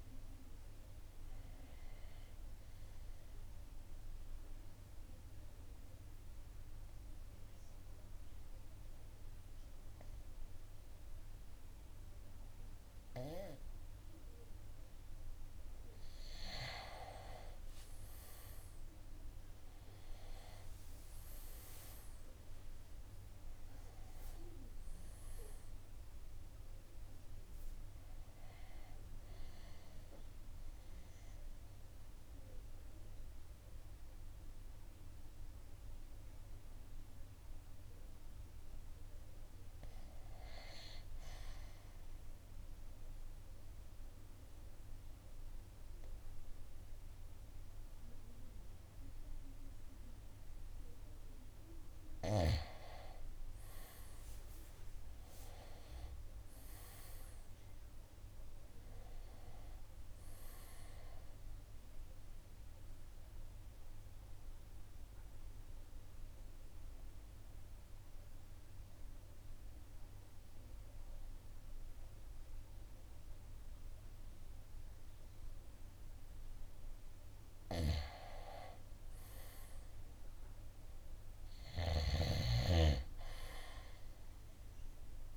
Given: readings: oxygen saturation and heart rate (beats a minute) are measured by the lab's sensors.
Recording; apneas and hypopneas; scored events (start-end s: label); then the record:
breathing in sleep by a room microphone; 3
0.00-5.00 s: oxygen desaturation (device-marked, oxygen 88% lowest, heart rate 62 extreme)
2.50-15.00 s: obstructive apnea (oxygen 95% before, 86% lowest, heart rate 68 before, 61 extreme, up 8 after)
17.00-21.50 s: arousal
18.00-40.00 s: oxygen desaturation (device-marked, oxygen 96% before, 86% lowest, heart rate 65 before, 61 extreme)
19.00-32.00 s: drop in pulse transit time (device-marked, heart rate 65 before, 65 extreme)
42.00-52.00 s: obstructive apnea (oxygen 97% before, 87% lowest, heart rate 67 before, 62 extreme, up 6 after)
53.00-77.00 s: oxygen desaturation (device-marked, oxygen 97% before, 87% lowest, heart rate 65 before, 62 extreme)
54.00-66.00 s: drop in pulse transit time (device-marked, heart rate 65 before, 65 extreme)
56.00-59.50 s: arousal
62.50-77.50 s: obstructive apnea (oxygen 97% before, 87% lowest, heart rate 66 before, 62 extreme, up 4 after)
79.50-82.00 s: arousal
83.00-85.37 s: oxygen desaturation (device-marked, oxygen 97% before, 89% lowest, heart rate 64 before, 62 extreme)
From the record:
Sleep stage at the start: N2 (light sleep); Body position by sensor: on the right side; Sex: male